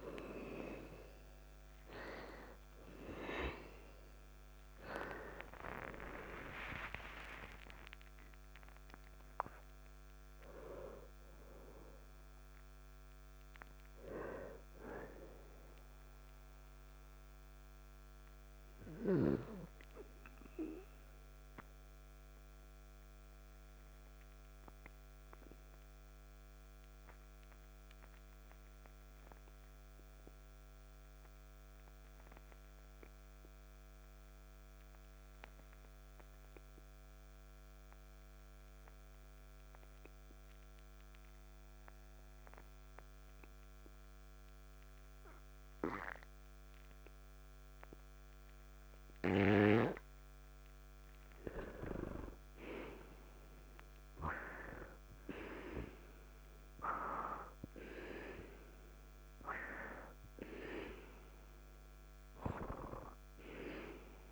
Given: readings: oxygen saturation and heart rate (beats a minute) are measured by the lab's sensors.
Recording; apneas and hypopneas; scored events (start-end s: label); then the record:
breathing in sleep by a microphone on the trachea; 1
3.00-7.00 s: arousal
20.50-50.50 s: obstructive apnea (oxygen 98% before, 90% lowest, heart rate 57 before, 50 extreme, up 4 after)
53.00-57.50 s: arousal
54.50-64.32 s: oxygen desaturation (device-marked, oxygen 98% before, 93% lowest, heart rate 52 before, 50 extreme)
From the record:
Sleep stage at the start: N2 (light sleep); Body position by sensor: on the back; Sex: male